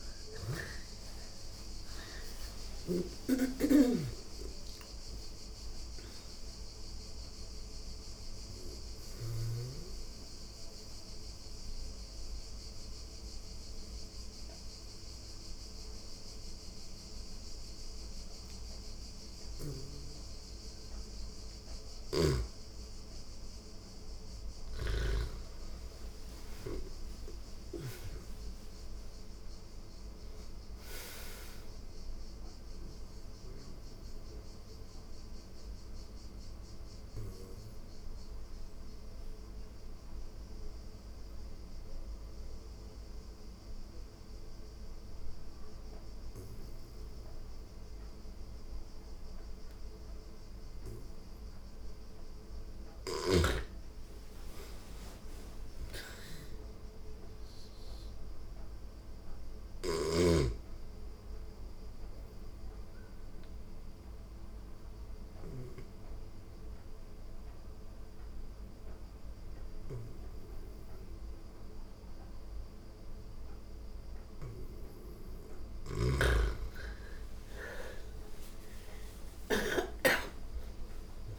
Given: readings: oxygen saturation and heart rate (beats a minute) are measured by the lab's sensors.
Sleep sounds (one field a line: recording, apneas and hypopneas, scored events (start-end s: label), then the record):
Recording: breathing in sleep by a room microphone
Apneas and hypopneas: 3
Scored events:
0.00-8.50 s: snoring (device-marked)
1.00-22.00 s: oxygen desaturation (device-marked, oxygen 99% before, 87% lowest)
1.50-5.50 s: arousal
9.50-20.50 s: obstructive apnea (oxygen 99% before, 87% lowest)
21.00-24.50 s: snoring (device-marked)
24.00-27.50 s: arousal
31.50-50.50 s: mixed apnea (oxygen 98% before, 85% lowest)
32.00-46.00 s: oxygen desaturation (device-marked, oxygen 98% before, 88% lowest)
52.50-55.50 s: arousal
58.00-77.00 s: oxygen desaturation (device-marked, oxygen 99% before, 87% lowest)
59.00-75.50 s: snoring (device-marked)
60.50-74.50 s: obstructive apnea (oxygen 99% before, 85% lowest)
76.00-80.50 s: arousal
From the record:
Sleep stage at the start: N2 (light sleep)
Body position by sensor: on the back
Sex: female